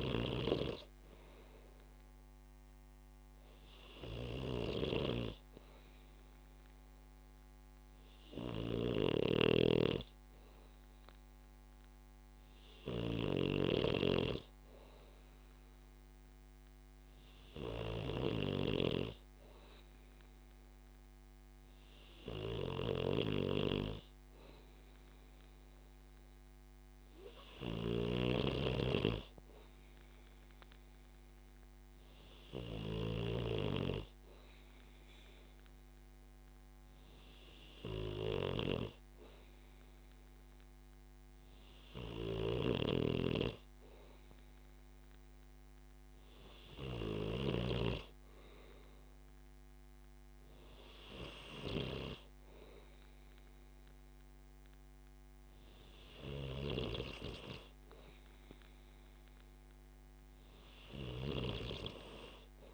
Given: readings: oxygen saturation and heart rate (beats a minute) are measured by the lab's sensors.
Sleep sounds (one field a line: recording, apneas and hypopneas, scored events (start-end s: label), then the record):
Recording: breathing in sleep by a microphone on the trachea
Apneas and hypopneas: none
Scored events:
0.00-33.50 s: snoring (device-marked)
42.50-48.00 s: snoring (device-marked)
From the record:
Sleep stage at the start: N2 (light sleep)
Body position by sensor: on the back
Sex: male